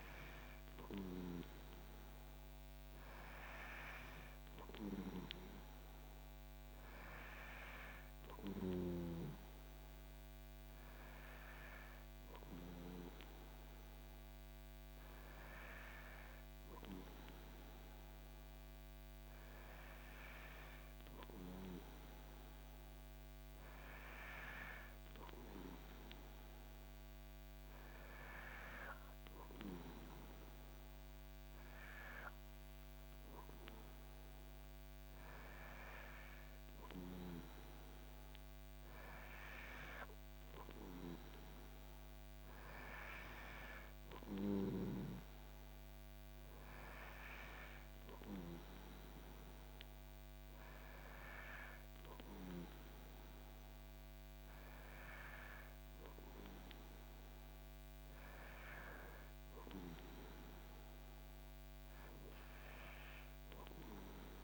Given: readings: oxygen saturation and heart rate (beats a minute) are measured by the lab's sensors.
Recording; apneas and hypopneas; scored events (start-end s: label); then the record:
breathing in sleep by a microphone on the trachea; none
none scored
From the record:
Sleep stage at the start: N2 (light sleep); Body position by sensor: on the back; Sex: male